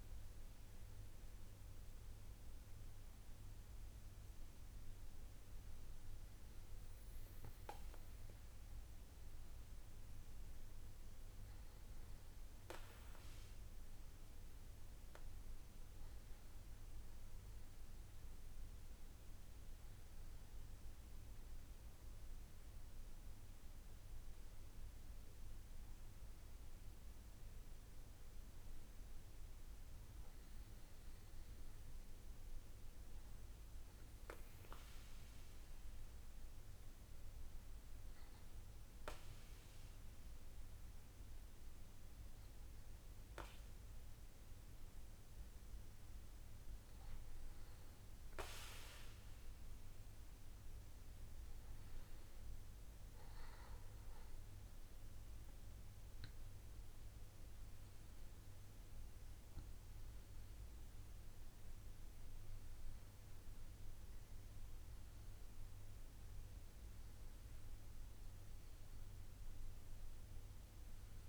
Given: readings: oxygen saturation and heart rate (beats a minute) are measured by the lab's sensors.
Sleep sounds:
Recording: breathing in sleep, hard to hear, by a room microphone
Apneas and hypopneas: 1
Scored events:
16.00-20.00 s: arousal
33.50-46.00 s: obstructive apnea (oxygen 96% before, 94% lowest, heart rate 70 before, 66 extreme, up 4 after)
50.00-53.50 s: arousal
From the record:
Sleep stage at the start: N2 (light sleep)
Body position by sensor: on the back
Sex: male

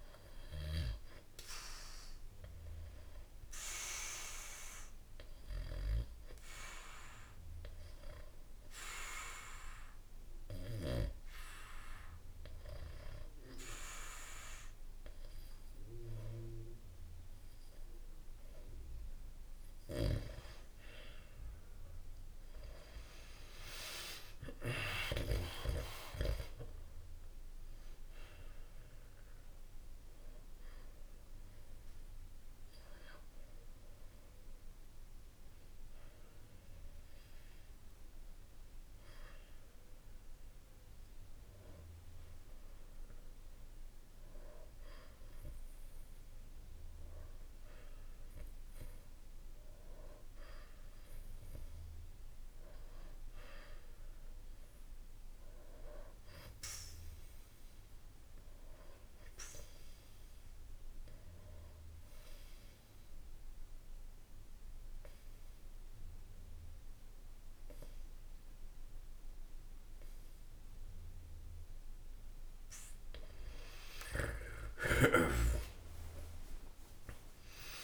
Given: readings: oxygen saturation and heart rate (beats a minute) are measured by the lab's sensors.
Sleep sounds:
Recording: breathing in sleep by a room microphone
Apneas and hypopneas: 2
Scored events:
3.50-19.00 s: obstructive apnea (oxygen 95% before, 92% lowest, heart rate 66 before, 65 extreme, up 3 after)
21.00-24.00 s: arousal
57.00-71.50 s: obstructive apnea (oxygen 94% before, 90% lowest, heart rate 65 before, 64 extreme, up 3 after)
73.50-77.84 s: arousal
From the record:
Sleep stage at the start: REM sleep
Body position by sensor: on the back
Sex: male

